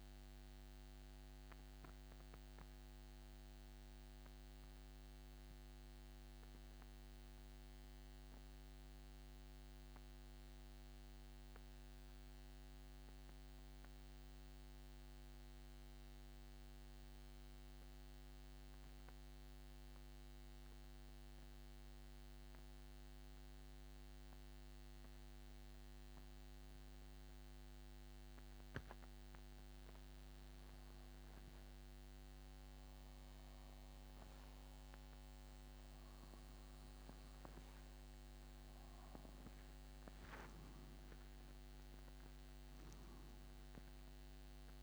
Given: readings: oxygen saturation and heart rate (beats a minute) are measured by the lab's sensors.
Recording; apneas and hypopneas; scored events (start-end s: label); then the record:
breathing in sleep, hard to hear, by a microphone on the trachea; 1
0.00-16.50 s: oxygen desaturation (device-marked, oxygen 87% lowest, heart rate 70 extreme)
1.50-30.00 s: central apnea (oxygen 96% before, 86% lowest, heart rate 86 before, 70 extreme, up 14 after)
32.50-35.50 s: arousal
From the record:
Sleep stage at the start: N2 (light sleep); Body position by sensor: on the back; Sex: male